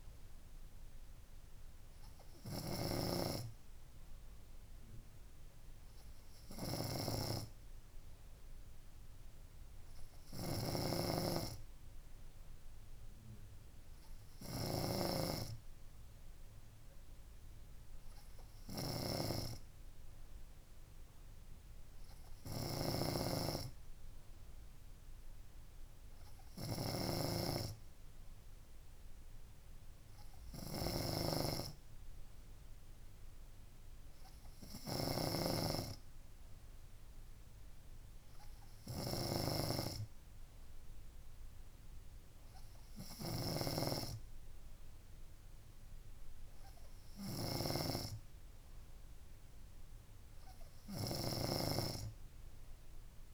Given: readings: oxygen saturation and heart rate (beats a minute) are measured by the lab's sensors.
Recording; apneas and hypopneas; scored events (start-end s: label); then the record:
breathing in sleep by a room microphone; none
none scored
From the record:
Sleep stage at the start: N3 (deep sleep); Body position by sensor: on the front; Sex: female